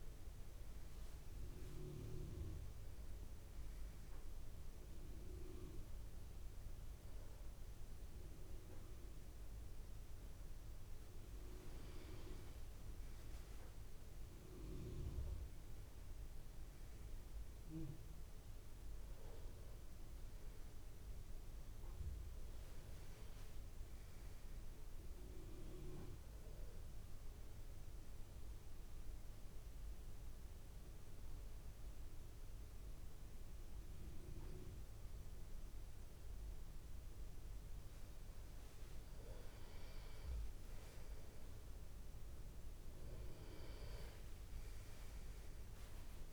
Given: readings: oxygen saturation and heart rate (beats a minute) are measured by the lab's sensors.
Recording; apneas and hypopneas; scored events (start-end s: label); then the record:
breathing in sleep by a room microphone; 1
7.50-46.33 s: new sleep stage, N2 (light sleep)
28.50-39.50 s: obstructive apnea (oxygen 95% before, 91% lowest, heart rate 64 before, 53 extreme, up 27 after)
44.50-46.33 s: arousal
From the record:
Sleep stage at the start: N1 (lightest sleep); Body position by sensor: on the back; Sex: male